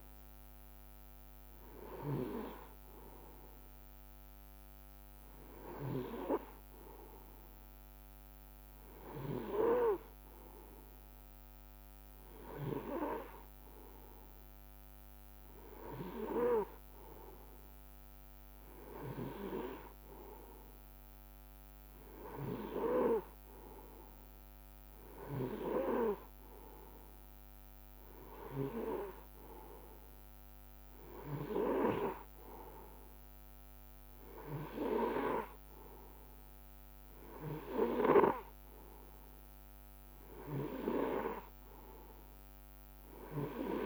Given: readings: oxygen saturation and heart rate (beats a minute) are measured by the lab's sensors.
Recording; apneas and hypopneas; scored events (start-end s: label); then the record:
breathing in sleep by a microphone on the trachea; none
none scored
From the record:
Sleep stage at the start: N2 (light sleep); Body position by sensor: on the right side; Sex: male